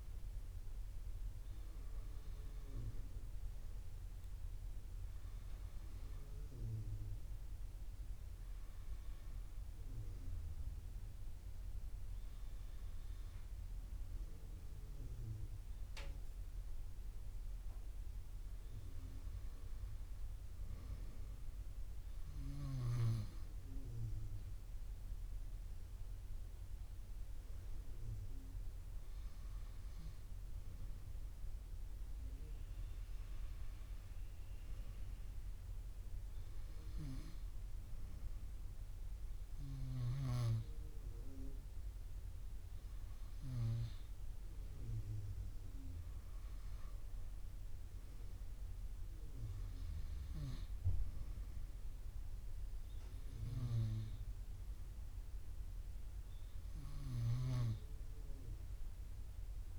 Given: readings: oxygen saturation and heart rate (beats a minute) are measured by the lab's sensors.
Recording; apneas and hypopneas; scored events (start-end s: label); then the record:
breathing in sleep by a room microphone; none
none scored
From the record:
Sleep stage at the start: N2 (light sleep); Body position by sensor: on the right side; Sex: female